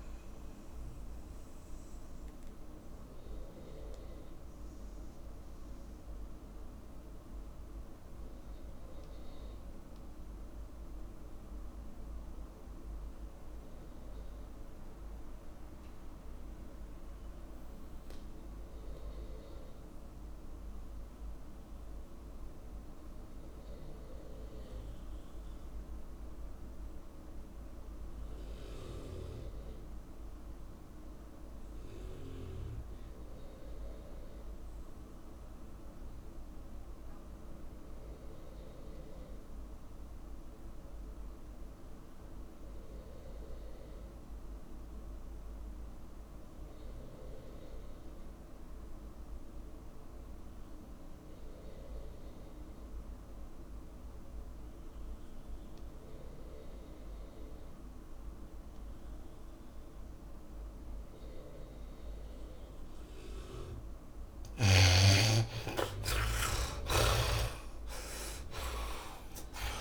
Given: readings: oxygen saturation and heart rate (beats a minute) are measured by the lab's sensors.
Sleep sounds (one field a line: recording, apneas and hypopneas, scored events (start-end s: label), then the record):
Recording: breathing in sleep by a room microphone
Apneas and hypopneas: 1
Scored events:
0.00-19.50 s: oxygen desaturation (device-marked, oxygen 64% lowest, heart rate 136 extreme)
0.00-69.81 s: tachycardia (device-marked)
1.50-64.00 s: mixed apnea (oxygen 84% before, 60% lowest, heart rate 176 before, 120 extreme, up 46 after)
26.50-69.81 s: oxygen desaturation (device-marked, oxygen 100% before, 60% lowest, heart rate 161 before, 120 extreme)
67.00-69.81 s: arousal
67.00-69.81 s: snoring (device-marked)
From the record:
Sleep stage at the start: REM sleep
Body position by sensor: on the back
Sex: male